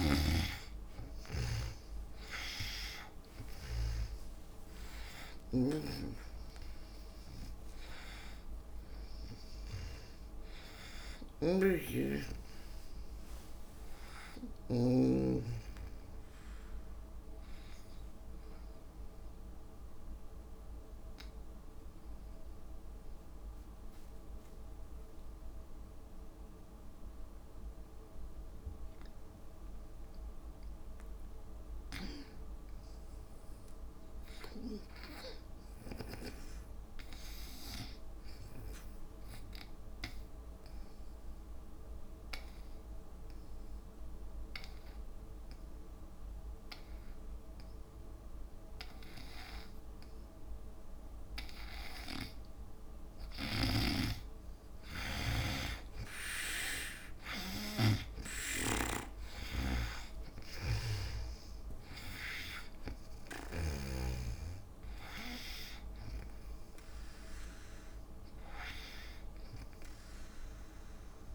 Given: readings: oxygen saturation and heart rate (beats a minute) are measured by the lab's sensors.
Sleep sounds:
breathing in sleep by a room microphone; 2
0.00-15.00 s: snoring (device-marked)
0.00-22.50 s: oxygen desaturation (device-marked, oxygen 84% lowest, heart rate 61 extreme)
5.00-7.00 s: long interval between heartbeats (device-marked, heart rate 67 before, 76 extreme)
6.00-10.50 s: arousal
20.00-31.00 s: obstructive apnea (oxygen 95% before, 72% lowest, heart rate 72 before, 61 extreme, up 5 after)
32.50-36.00 s: arousal
33.50-71.35 s: oxygen desaturation (device-marked, oxygen 98% before, 72% lowest, heart rate 63 before, 53 extreme)
40.50-53.00 s: obstructive apnea (oxygen 98% before, 72% lowest, heart rate 63 before, 53 extreme, up 8 after)
53.50-64.00 s: snoring (device-marked)
55.00-60.00 s: arousal
From the record:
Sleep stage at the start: N2 (light sleep); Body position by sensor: on the back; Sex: female

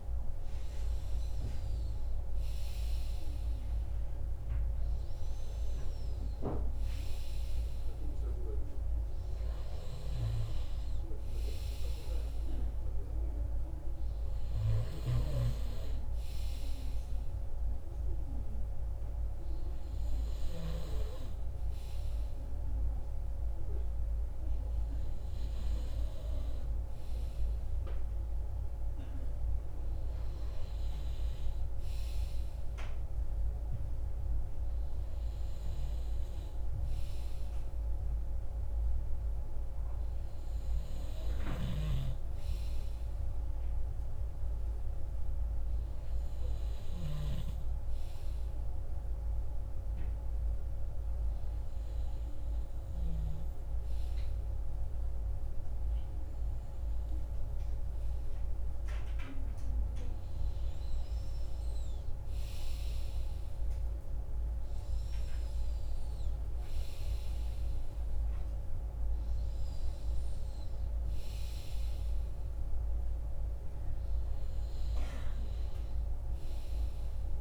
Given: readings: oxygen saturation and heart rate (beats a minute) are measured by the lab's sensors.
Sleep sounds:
breathing in sleep by a room microphone; none
76.00-77.41 s: new sleep stage, N1 (lightest sleep)
From the record:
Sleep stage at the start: REM sleep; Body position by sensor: on the right side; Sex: male

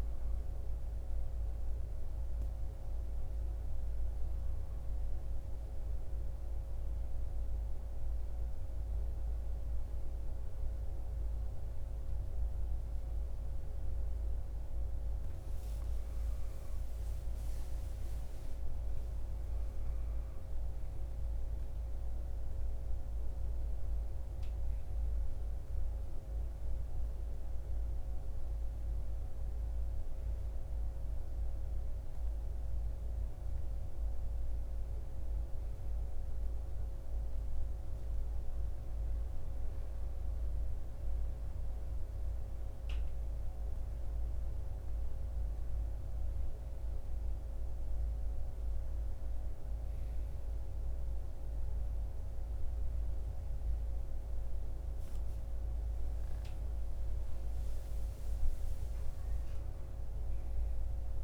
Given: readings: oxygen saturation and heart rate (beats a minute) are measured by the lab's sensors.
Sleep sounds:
breathing in sleep, hard to hear, by a room microphone; 1
6.00-16.50 s: central apnea (oxygen 95% before, 92% lowest, heart rate 64 before, 59 extreme, up 5 after)
18.00-22.50 s: arousal
26.50-39.50 s: oxygen desaturation (device-marked, oxygen 98% before, 94% lowest, heart rate 61 before, 59 extreme)
From the record:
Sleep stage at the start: N1 (lightest sleep); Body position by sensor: on the right side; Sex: male

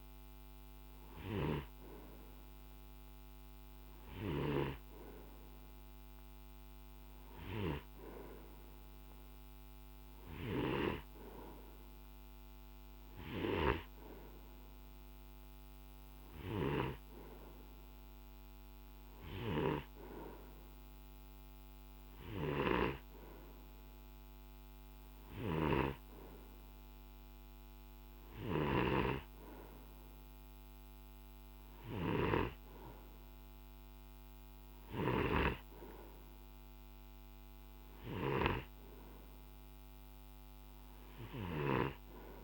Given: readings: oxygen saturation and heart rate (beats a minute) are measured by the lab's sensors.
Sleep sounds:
breathing in sleep by a microphone on the trachea; none
0.00-4.50 s: snoring (device-marked)
10.50-42.44 s: snoring (device-marked)
From the record:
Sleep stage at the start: N2 (light sleep); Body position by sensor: on the right side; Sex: male

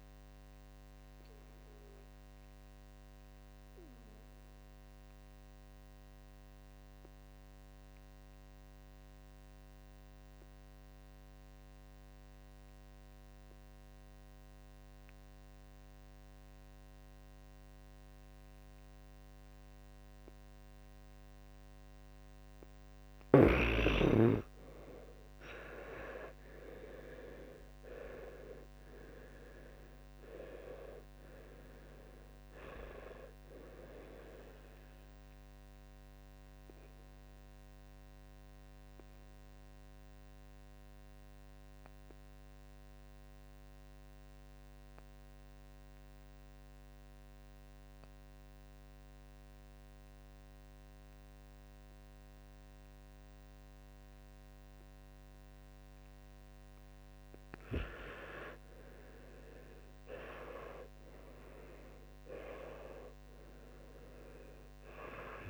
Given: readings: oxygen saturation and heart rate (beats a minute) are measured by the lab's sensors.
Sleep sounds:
breathing in sleep by a microphone on the trachea; 2
1.50-23.00 s: obstructive apnea (oxygen 98% before, 89% lowest, heart rate 80 before, 58 extreme, up 45 after)
18.00-25.00 s: oxygen desaturation (device-marked, oxygen 96% before, 93% lowest, heart rate 74 before, 59 extreme)
26.00-30.00 s: arousal
31.00-65.50 s: oxygen desaturation (device-marked, oxygen 98% before, 89% lowest, heart rate 68 before, 39 extreme)
35.00-57.00 s: obstructive apnea (oxygen 98% before, 89% lowest, heart rate 73 before, 39 extreme)
59.00-63.50 s: arousal
From the record:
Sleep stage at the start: N2 (light sleep); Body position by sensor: on the back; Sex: male

